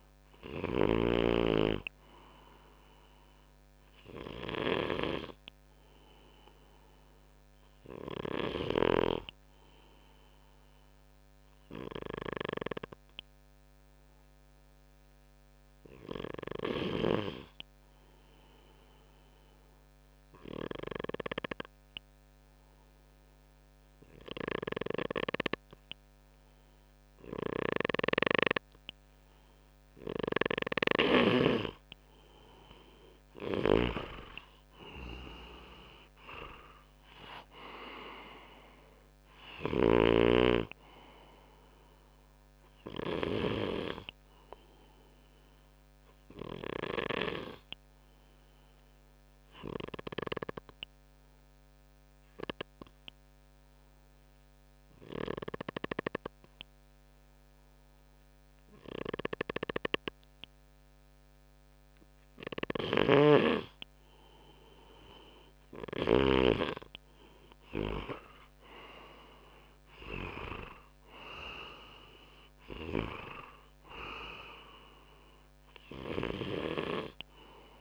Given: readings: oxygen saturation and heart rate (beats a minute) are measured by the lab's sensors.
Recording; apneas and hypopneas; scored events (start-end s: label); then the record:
breathing in sleep by a microphone on the trachea; 2
16.50-30.00 s: obstructive apnea (oxygen 97% before, 94% lowest, heart rate 68 before, 61 extreme, up 5 after)
24.00-27.50 s: snoring (device-marked)
29.50-43.00 s: snoring (device-marked)
33.50-37.50 s: arousal
44.50-62.00 s: obstructive apnea (oxygen 98% before, 94% lowest, heart rate 65 before, 62 extreme, up 3 after)
62.00-66.00 s: snoring (device-marked)
69.00-73.50 s: arousal
From the record:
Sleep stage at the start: N2 (light sleep); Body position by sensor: on the front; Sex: male